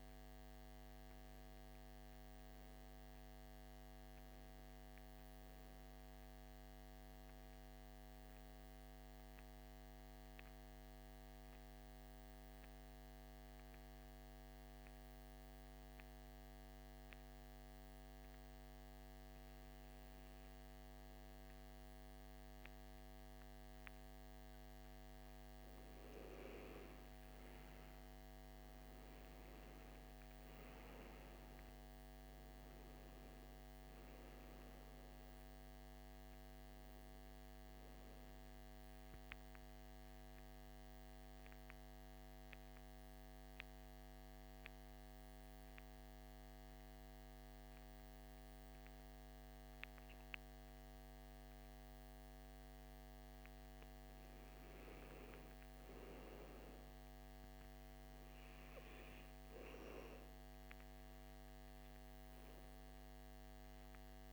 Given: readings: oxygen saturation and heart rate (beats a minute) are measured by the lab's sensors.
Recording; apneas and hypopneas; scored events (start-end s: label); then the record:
breathing in sleep, hard to hear, by a microphone on the trachea; 2
0.00-4.00 s: oxygen desaturation (device-marked, oxygen 82% lowest, heart rate 53 extreme)
9.00-24.50 s: mixed apnea (oxygen 99% before, 91% lowest, heart rate 69 before, 53 extreme, up 11 after)
25.00-49.00 s: oxygen desaturation (device-marked, oxygen 99% before, 91% lowest, heart rate 55 before, 56 extreme)
27.00-31.50 s: arousal
39.50-54.00 s: mixed apnea (oxygen 99% before, 87% lowest, heart rate 59 before, 55 extreme, up 4 after)
57.00-60.00 s: arousal
61.00-64.33 s: oxygen desaturation (device-marked, oxygen 98% before, 91% lowest, heart rate 59 before, 55 extreme)
From the record:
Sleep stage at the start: N2 (light sleep); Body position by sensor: on the back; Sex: male